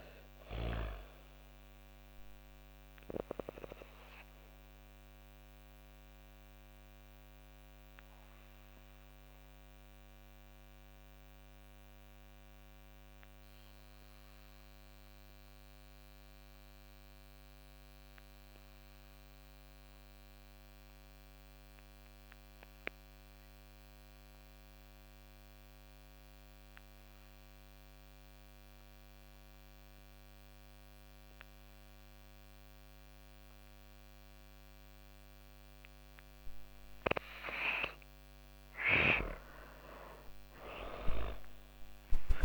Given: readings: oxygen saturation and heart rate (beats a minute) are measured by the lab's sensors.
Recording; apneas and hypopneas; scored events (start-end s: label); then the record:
breathing in sleep by a microphone on the trachea; 1
0.00-18.50 s: oxygen desaturation (device-marked, oxygen 82% lowest, heart rate 83 extreme)
6.00-35.50 s: obstructive apnea (oxygen 98% before, 82% lowest, heart rate 109 before, 97 extreme, up 52 after)
36.50-42.45 s: oxygen desaturation (device-marked, oxygen 98% before, 85% lowest, heart rate 127 before, 89 extreme)
38.00-42.00 s: arousal
From the record:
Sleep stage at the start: N2 (light sleep); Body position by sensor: on the back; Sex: female